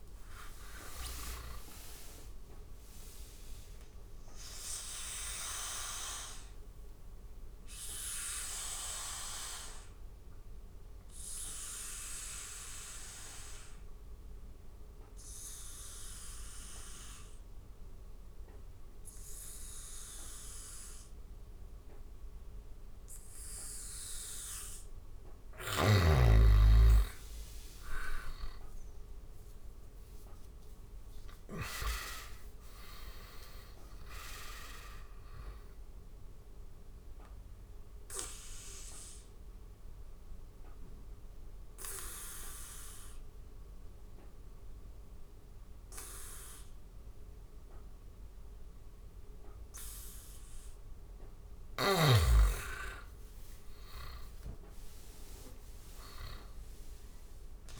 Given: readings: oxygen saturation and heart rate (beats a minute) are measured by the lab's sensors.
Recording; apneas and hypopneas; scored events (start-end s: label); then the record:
breathing in sleep by a room microphone; 2
0.00-1.00 s: arousal
4.00-24.00 s: obstructive apnea (oxygen 97% before, 88% lowest, heart rate 80 before, 74 extreme, up 15 after)
6.50-11.50 s: oxygen desaturation (device-marked, oxygen 97% before, 93% lowest, heart rate 81 before, 74 extreme)
18.50-24.50 s: oxygen desaturation (device-marked, oxygen 94% before, 88% lowest, heart rate 85 before, 74 extreme)
26.50-30.00 s: arousal
30.50-53.50 s: oxygen desaturation (device-marked, oxygen 98% before, 90% lowest, heart rate 79 before, 75 extreme)
35.50-50.00 s: obstructive apnea (oxygen 98% before, 86% lowest, heart rate 81 before, 75 extreme, up 11 after)
52.50-56.50 s: arousal
From the record:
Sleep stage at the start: N2 (light sleep); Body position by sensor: on the back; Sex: male